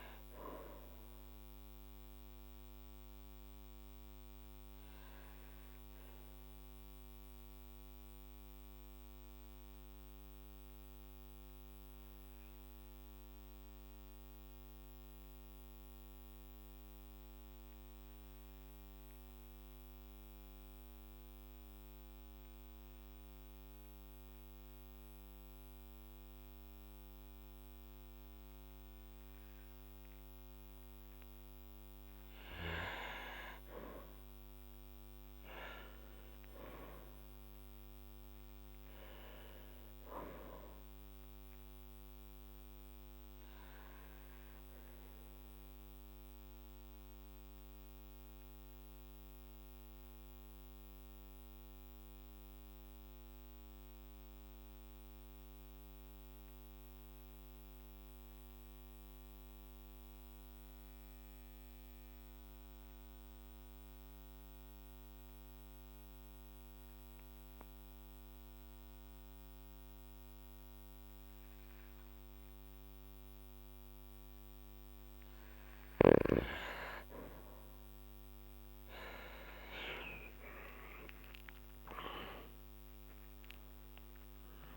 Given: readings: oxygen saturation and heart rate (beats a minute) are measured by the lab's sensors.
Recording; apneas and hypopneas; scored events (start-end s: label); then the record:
breathing in sleep by a microphone on the trachea; 2
2.50-29.50 s: obstructive apnea (oxygen 99% before, 92% lowest, heart rate 57 before, 49 extreme, up 6 after)
13.00-28.00 s: oxygen desaturation (device-marked, oxygen 96% before, 92% lowest, heart rate 58 before, 50 extreme)
31.50-35.00 s: arousal
43.00-74.50 s: obstructive apnea (oxygen 99% before, 95% lowest, heart rate 58 before, 49 extreme, up 12 after)
58.00-70.00 s: oxygen desaturation (device-marked, oxygen 98% before, 95% lowest, heart rate 56 before, 53 extreme)
79.50-84.50 s: arousal
From the record:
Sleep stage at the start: N2 (light sleep); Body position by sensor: on the back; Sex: male